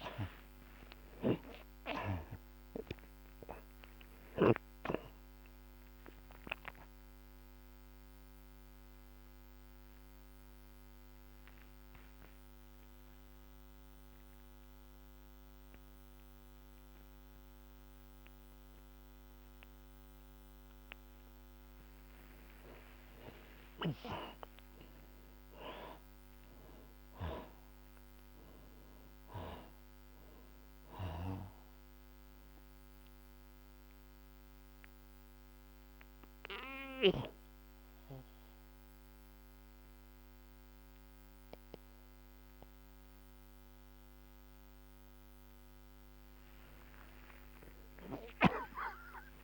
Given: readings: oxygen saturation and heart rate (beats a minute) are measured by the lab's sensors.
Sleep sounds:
breathing in sleep by a microphone on the trachea; 2
0.00-3.50 s: arousal
0.00-7.50 s: oxygen desaturation (device-marked, oxygen 82% lowest, heart rate 63 extreme)
5.50-20.50 s: obstructive apnea (oxygen 93% before, 70% lowest, heart rate 86 before, 54 extreme, up 13 after)
23.00-28.50 s: arousal
26.50-49.44 s: oxygen desaturation (device-marked, oxygen 91% before, 70% lowest, heart rate 105 before, 54 extreme)
34.00-45.00 s: obstructive apnea (oxygen 91% before, 70% lowest, heart rate 101 before, 54 extreme)
47.00-49.44 s: arousal
From the record:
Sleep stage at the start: N2 (light sleep); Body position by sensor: on the back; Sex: male

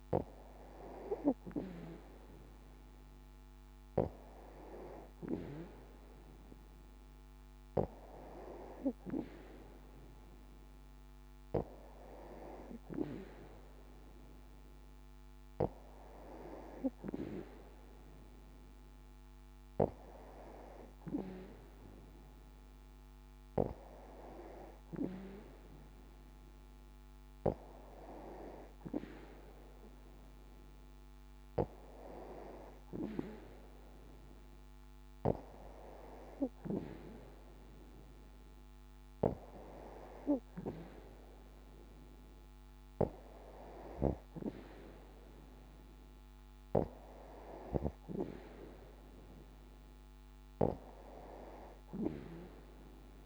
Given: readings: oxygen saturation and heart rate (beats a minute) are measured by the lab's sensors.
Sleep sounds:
breathing in sleep by a microphone on the trachea; none
none scored
From the record:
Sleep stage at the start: N2 (light sleep); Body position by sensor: on the back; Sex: female

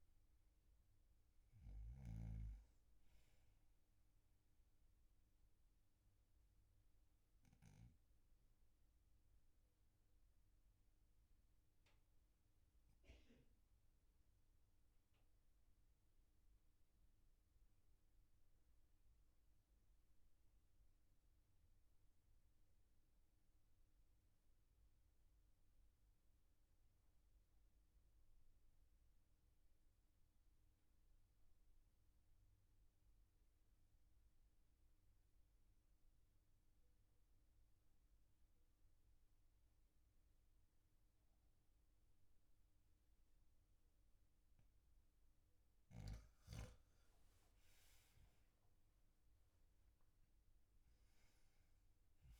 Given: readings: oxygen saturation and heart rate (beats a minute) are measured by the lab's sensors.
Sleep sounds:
breathing in sleep, hard to hear, by a room microphone; 1
5.50-44.50 s: obstructive apnea (oxygen 99% before, 88% lowest, heart rate 49 before, 38 extreme, up 11 after)
47.50-52.40 s: arousal
From the record:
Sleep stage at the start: N2 (light sleep); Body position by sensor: on the back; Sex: male

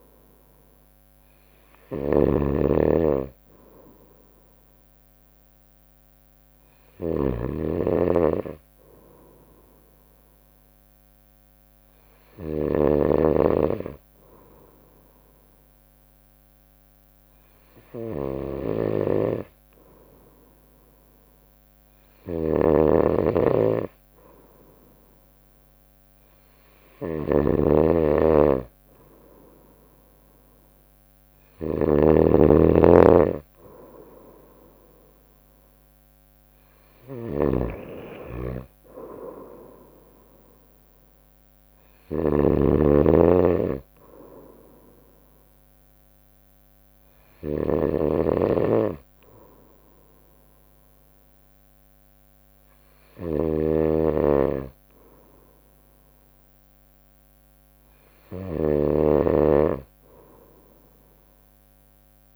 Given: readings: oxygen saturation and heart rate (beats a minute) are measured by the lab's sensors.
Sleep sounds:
breathing in sleep by a microphone on the trachea; 2
0.00-62.36 s: snoring (device-marked)
10.50-22.50 s: obstructive apnea (oxygen 96% before, 94% lowest, heart rate 62 before, 61 extreme, up 3 after)
24.50-28.00 s: arousal
44.50-58.00 s: obstructive apnea (oxygen 96% before, 94% lowest, heart rate 63 before, 59 extreme, up 3 after)
48.00-50.00 s: bradycardia (device-marked, heart rate 62 before, 60 extreme)
60.00-62.36 s: arousal
From the record:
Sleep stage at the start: N2 (light sleep); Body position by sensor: on the right side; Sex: female

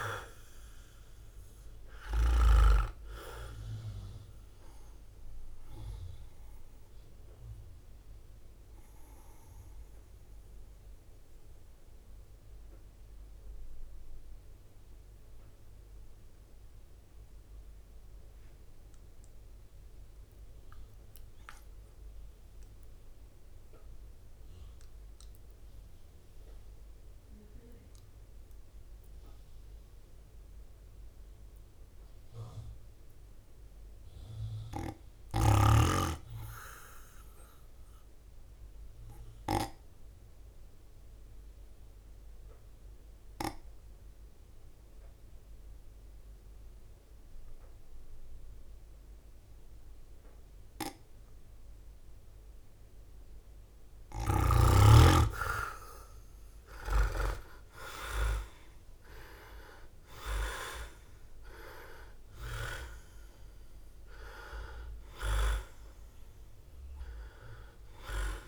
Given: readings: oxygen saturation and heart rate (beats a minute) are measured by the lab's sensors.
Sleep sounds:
breathing in sleep by a room microphone; 1
0.00-8.00 s: drop in pulse transit time (device-marked, heart rate 59 extreme)
8.50-52.50 s: mixed apnea (oxygen 94% before, 85% lowest, heart rate 65 before, 52 extreme, up 16 after)
13.00-68.48 s: new sleep stage, N2 (light sleep)
18.00-29.00 s: oxygen desaturation (device-marked, oxygen 88% before, 85% lowest, heart rate 58 before, 52 extreme)
33.00-46.00 s: drop in pulse transit time (device-marked, heart rate 56 before, 53 extreme)
55.50-60.50 s: arousal
57.00-59.00 s: leg movement (device-marked)
58.00-68.48 s: drop in pulse transit time (device-marked, heart rate 55 before, 53 extreme)
From the record:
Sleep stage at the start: N1 (lightest sleep); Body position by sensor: on the right side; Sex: male

